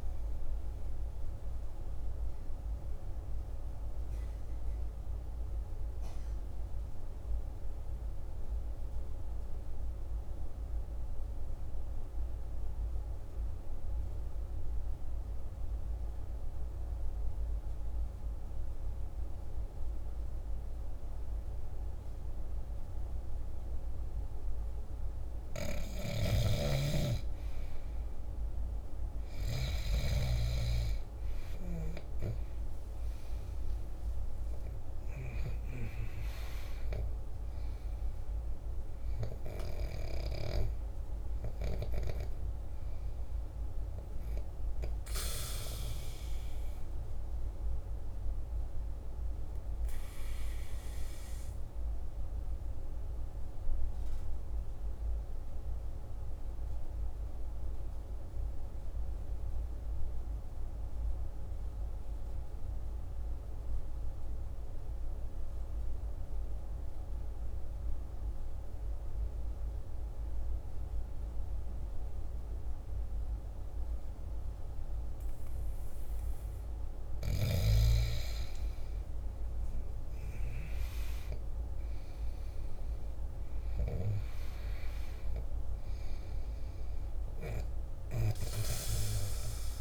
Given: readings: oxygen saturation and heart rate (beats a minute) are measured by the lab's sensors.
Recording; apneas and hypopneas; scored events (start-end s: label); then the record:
breathing in sleep by a room microphone; 2
0.00-7.00 s: oxygen desaturation (device-marked, oxygen 89% lowest, heart rate 47 extreme)
2.00-24.50 s: obstructive apnea (oxygen 99% before, 89% lowest, heart rate 53 before, 48 extreme, up 7 after)
24.00-57.00 s: oxygen desaturation (device-marked, oxygen 99% before, 89% lowest, heart rate 49 before, 48 extreme)
25.50-30.00 s: snoring (device-marked)
27.50-31.00 s: arousal
47.50-76.00 s: obstructive apnea (oxygen 98% before, 89% lowest, heart rate 57 before, 48 extreme, up 10 after)
75.00-89.81 s: oxygen desaturation (device-marked, oxygen 98% before, 90% lowest, heart rate 48 before, 48 extreme)
79.50-84.00 s: arousal
From the record:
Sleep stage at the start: N2 (light sleep); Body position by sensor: on the back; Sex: male